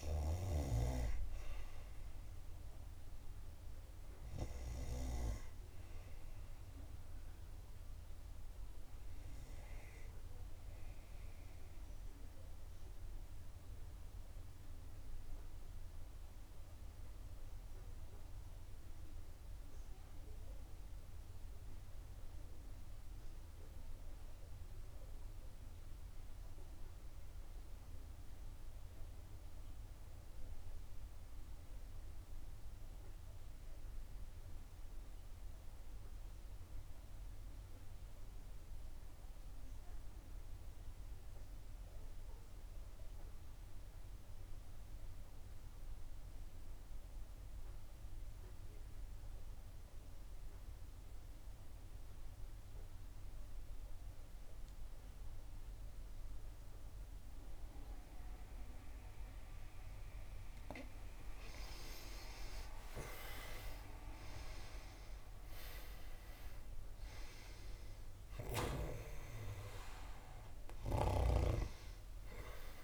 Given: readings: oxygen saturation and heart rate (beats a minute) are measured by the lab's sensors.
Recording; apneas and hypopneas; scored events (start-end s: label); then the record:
breathing in sleep by a room microphone; 1
0.00-22.00 s: oxygen desaturation (device-marked, oxygen 88% lowest, heart rate 56 extreme)
11.50-61.00 s: obstructive apnea (oxygen 96% before, 78% lowest, heart rate 65 before, 60 extreme, up 12 after)
16.00-72.84 s: new sleep stage, REM sleep
39.00-72.84 s: oxygen desaturation (device-marked, oxygen 97% before, 78% lowest, heart rate 61 before, 61 extreme)
62.50-68.50 s: arousal
From the record:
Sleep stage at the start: N2 (light sleep); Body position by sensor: on the back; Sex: female